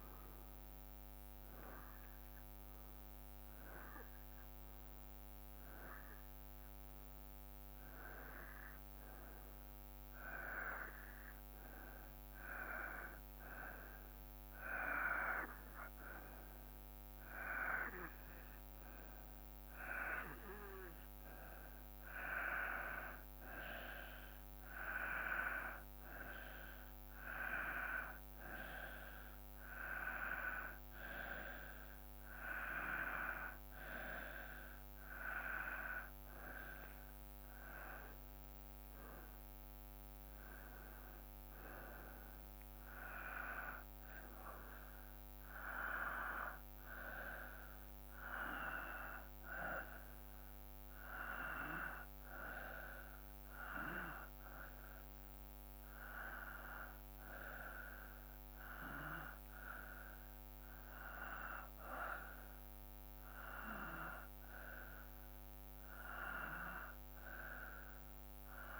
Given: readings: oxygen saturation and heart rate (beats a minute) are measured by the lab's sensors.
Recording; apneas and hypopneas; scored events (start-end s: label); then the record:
breathing in sleep by a microphone on the trachea; none
0.00-6.00 s: drop in pulse transit time (device-marked, heart rate 55 extreme)
37.50-39.50 s: long interval between heartbeats (device-marked, heart rate 57 before, 64 extreme)
60.50-64.00 s: arousal
From the record:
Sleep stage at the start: N2 (light sleep); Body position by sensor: on the back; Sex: male